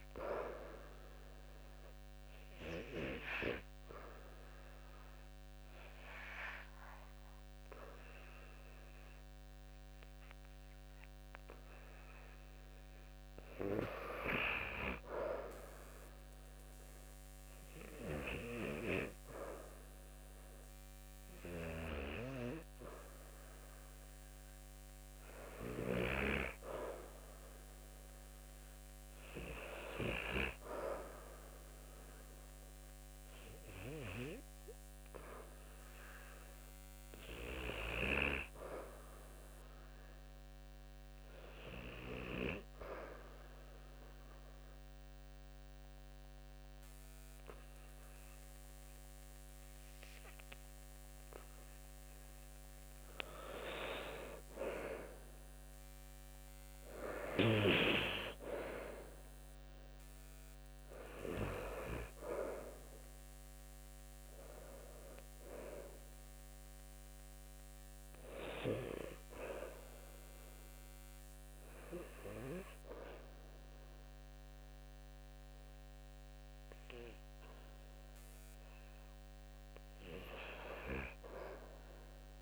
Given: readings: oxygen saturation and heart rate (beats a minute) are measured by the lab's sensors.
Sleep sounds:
breathing in sleep by a microphone on the trachea; 1
42.00-52.50 s: obstructive apnea (oxygen 93% before, 88% lowest, heart rate 72 before, 72 extreme, up 5 after)
43.00-50.00 s: oxygen desaturation (device-marked, oxygen 92% before, 89% lowest, heart rate 73 before, 73 extreme)
53.50-57.50 s: arousal
From the record:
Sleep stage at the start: N2 (light sleep); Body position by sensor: on the back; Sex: male

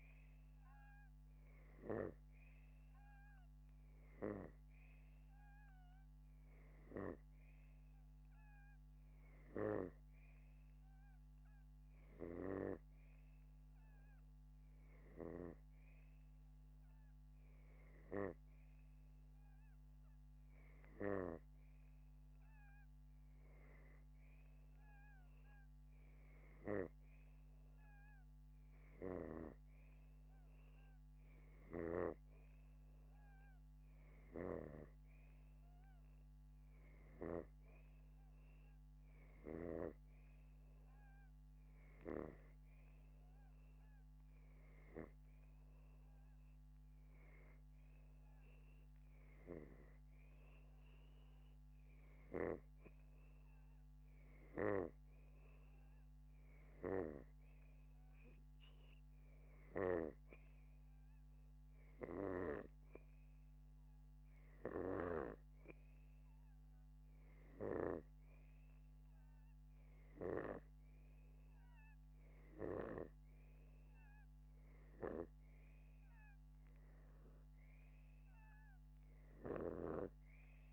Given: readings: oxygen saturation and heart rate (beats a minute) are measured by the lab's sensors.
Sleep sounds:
breathing in sleep by a microphone on the trachea; none
none scored
From the record:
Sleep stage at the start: N2 (light sleep); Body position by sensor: upright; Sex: male

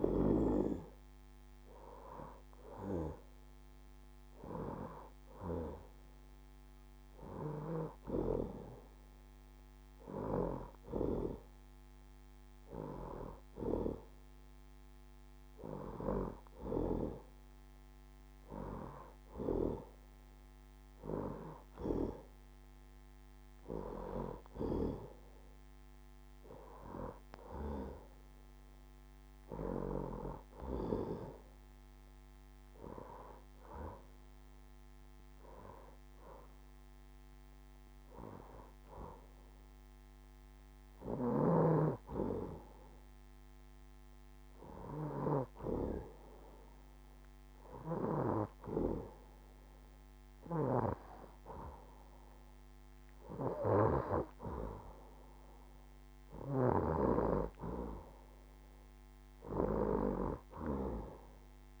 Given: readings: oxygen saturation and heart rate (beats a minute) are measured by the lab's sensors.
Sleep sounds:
breathing in sleep by a microphone on the trachea; none
none scored
From the record:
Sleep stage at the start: N2 (light sleep); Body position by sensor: on the left side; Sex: female

